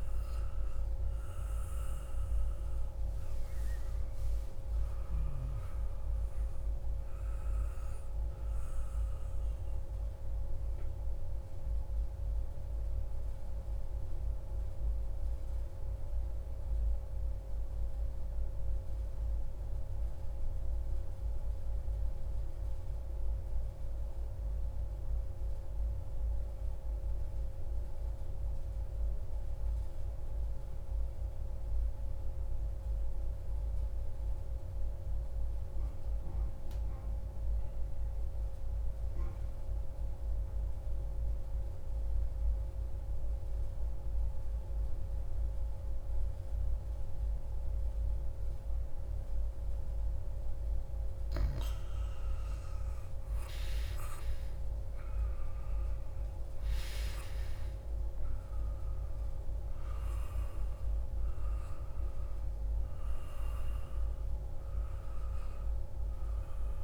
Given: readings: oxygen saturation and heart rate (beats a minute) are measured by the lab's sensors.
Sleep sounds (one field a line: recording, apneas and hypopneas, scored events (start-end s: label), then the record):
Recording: breathing in sleep, hard to hear, by a room microphone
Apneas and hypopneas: 1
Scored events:
0.00-8.50 s: oxygen desaturation (device-marked, oxygen 92% lowest)
7.50-49.50 s: mixed apnea (oxygen 96% before, 90% lowest)
38.50-66.84 s: oxygen desaturation (device-marked, oxygen 97% before, 90% lowest)
51.00-55.50 s: arousal
From the record:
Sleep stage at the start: N2 (light sleep)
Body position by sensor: on the back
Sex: male